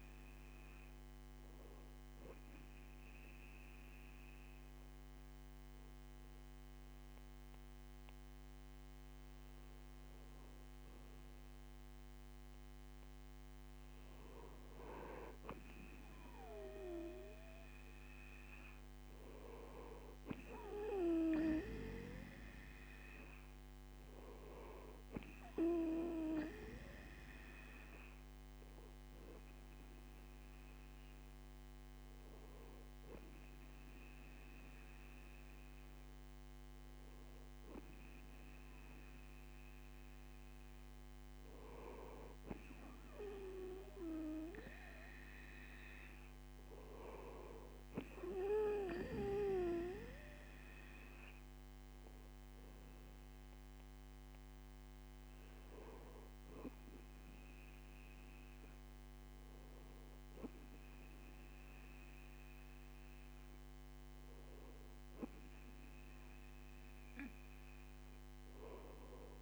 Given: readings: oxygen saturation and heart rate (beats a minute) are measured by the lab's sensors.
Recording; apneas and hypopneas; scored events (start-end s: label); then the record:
breathing in sleep by a microphone on the trachea; none
none scored
From the record:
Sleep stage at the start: N2 (light sleep); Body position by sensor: on the right side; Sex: male